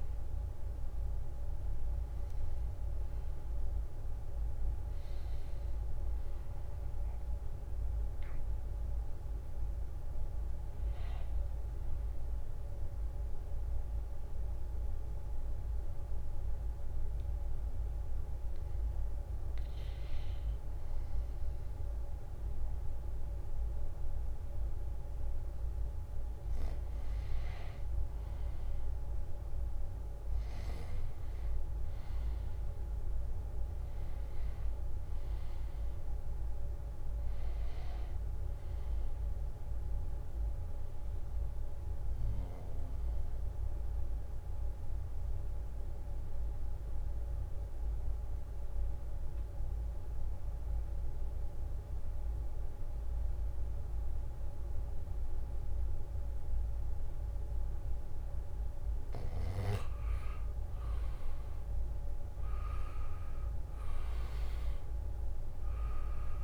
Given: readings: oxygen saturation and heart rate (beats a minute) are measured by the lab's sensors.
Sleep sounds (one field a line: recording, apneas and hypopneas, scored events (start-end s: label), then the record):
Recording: breathing in sleep, hard to hear, by a room microphone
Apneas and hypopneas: 2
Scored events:
0.00-1.00 s: oxygen desaturation (device-marked, oxygen 83% lowest, heart rate 72 extreme)
3.00-6.50 s: arousal
15.00-27.00 s: mixed apnea (oxygen 99% before, 86% lowest, heart rate 77 before, 69 extreme, up 1 after)
29.00-34.00 s: arousal
32.00-48.00 s: oxygen desaturation (device-marked, oxygen 96% before, 91% lowest, heart rate 74 before, 69 extreme)
44.00-59.00 s: central apnea (oxygen 97% before, 86% lowest, heart rate 70 before, 69 extreme)
53.00-66.44 s: new sleep stage, N2 (light sleep)
60.50-63.50 s: arousal
63.00-66.44 s: oxygen desaturation (device-marked, oxygen 97% before, 86% lowest, heart rate 72 before, 71 extreme)
From the record:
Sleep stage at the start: N1 (lightest sleep)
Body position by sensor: on the back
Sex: male